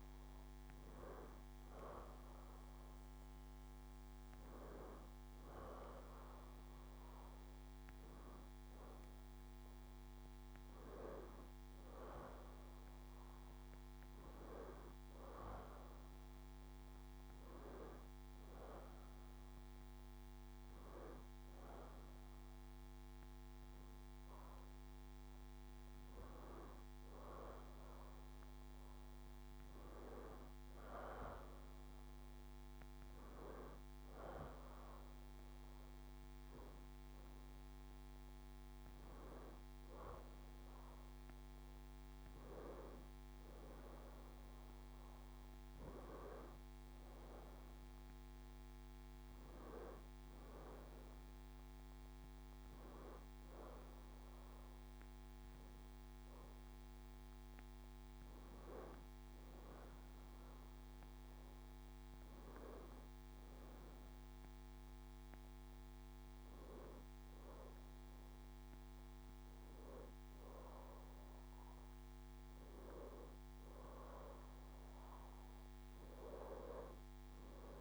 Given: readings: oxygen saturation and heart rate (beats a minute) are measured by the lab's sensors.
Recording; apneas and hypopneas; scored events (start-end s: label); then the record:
breathing in sleep by a microphone on the trachea; none
none scored
From the record:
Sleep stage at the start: N2 (light sleep); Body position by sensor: on the left side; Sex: female